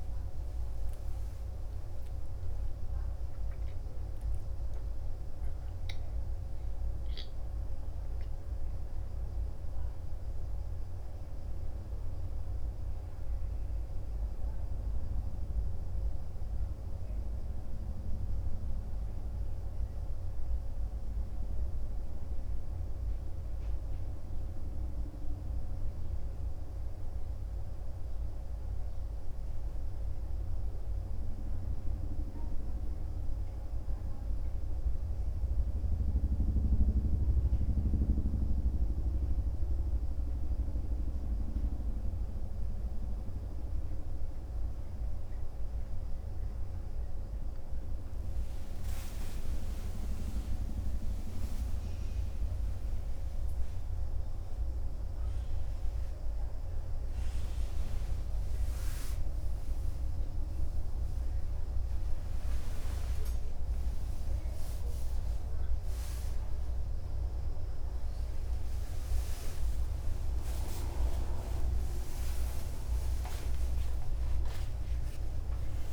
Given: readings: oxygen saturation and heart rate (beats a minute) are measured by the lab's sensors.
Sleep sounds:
a person awake in a sleep study, by a room microphone; 1
0.00-2.00 s: oxygen desaturation (device-marked, oxygen 88% lowest, heart rate 47 extreme)
21.00-51.00 s: new sleep stage, N1 (lightest sleep)
33.00-45.00 s: oxygen desaturation (device-marked, oxygen 96% before, 91% lowest, heart rate 54 before, 46 extreme)
34.50-47.50 s: hypopnea (oxygen 96% before, 88% lowest, heart rate 53 before, 46 extreme)
51.00-75.93 s: new sleep stage, awake
65.00-75.93 s: oxygen desaturation (device-marked, oxygen 95% before, 89% lowest, heart rate 88 before, 57 extreme)
From the record:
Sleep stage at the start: awake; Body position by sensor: on the right side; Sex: male

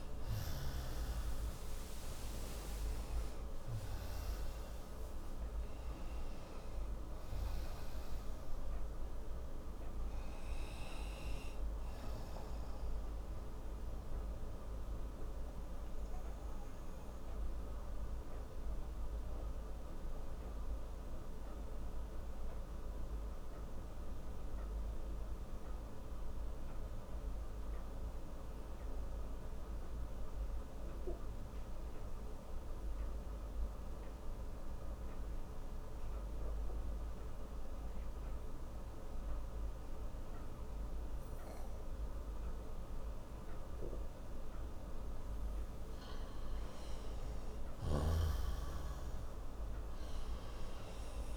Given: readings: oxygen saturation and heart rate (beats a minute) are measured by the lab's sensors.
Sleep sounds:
breathing in sleep, hard to hear, by a room microphone; 1
0.00-10.50 s: oxygen desaturation (device-marked, oxygen 94% lowest)
12.50-29.50 s: oxygen desaturation (device-marked, oxygen 96% before, 92% lowest)
14.50-43.50 s: obstructive apnea (oxygen 98% before, 91% lowest)
44.50-51.37 s: oxygen desaturation (device-marked, oxygen 98% before, 91% lowest)
45.50-49.50 s: arousal
48.00-51.37 s: snoring (device-marked)
From the record:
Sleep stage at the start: N2 (light sleep); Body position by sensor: on the right side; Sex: male

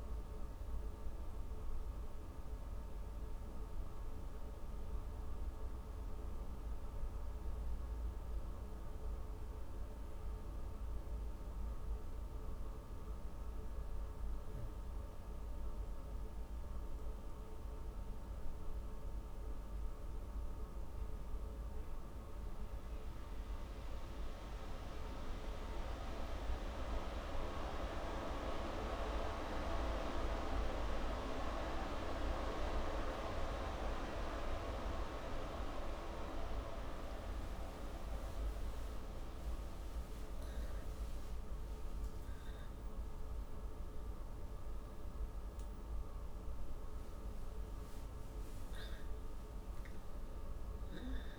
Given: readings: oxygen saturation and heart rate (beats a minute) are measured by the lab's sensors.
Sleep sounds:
a person partly awake in a sleep study, by a room microphone; 1
6.50-17.00 s: hypopnea (oxygen 98% before, 96% lowest, heart rate 129 before, 82 extreme, up 23 after)
18.50-22.00 s: arousal
37.00-51.39 s: new sleep stage, awake
From the record:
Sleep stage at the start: N2 (light sleep); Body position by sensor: on the back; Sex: female

